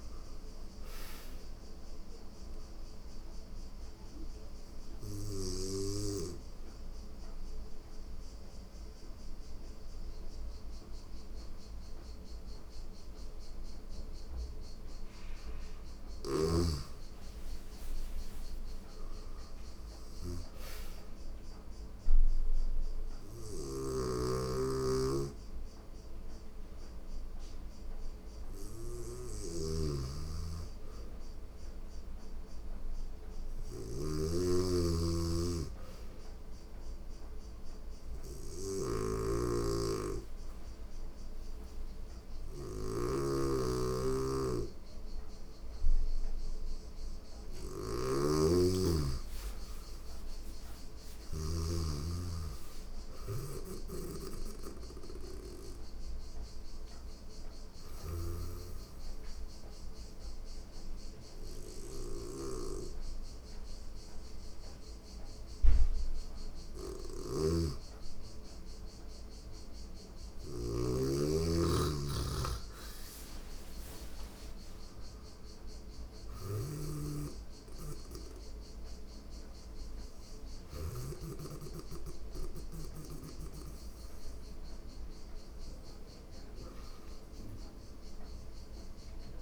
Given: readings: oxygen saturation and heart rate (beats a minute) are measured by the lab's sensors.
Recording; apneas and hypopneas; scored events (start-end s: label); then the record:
breathing in sleep by a room microphone; 3
2.50-14.00 s: obstructive apnea (oxygen 98% before, 89% lowest, heart rate 85 before, 84 extreme, up 4 after)
3.50-18.50 s: oxygen desaturation (device-marked, oxygen 98% before, 89% lowest, heart rate 86 before, 84 extreme)
15.50-51.00 s: snoring (device-marked)
18.00-22.50 s: arousal
31.50-41.50 s: oxygen desaturation (device-marked, oxygen 97% before, 92% lowest, heart rate 86 before, 85 extreme)
36.00-46.00 s: hypopnea (oxygen 97% before, 91% lowest, heart rate 86 before, 84 extreme, up 4 after)
48.50-51.50 s: arousal
53.00-80.50 s: snoring (device-marked)
54.50-66.00 s: hypopnea (oxygen 96% before, 91% lowest, heart rate 88 before, 84 extreme, up 1 after)
59.50-72.50 s: oxygen desaturation (device-marked, oxygen 94% before, 91% lowest, heart rate 88 before, 84 extreme)
70.00-74.50 s: arousal
82.50-89.41 s: oxygen desaturation (device-marked, oxygen 97% before, 91% lowest, heart rate 86 before, 85 extreme)
From the record:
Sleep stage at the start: N2 (light sleep); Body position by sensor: on the right side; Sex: female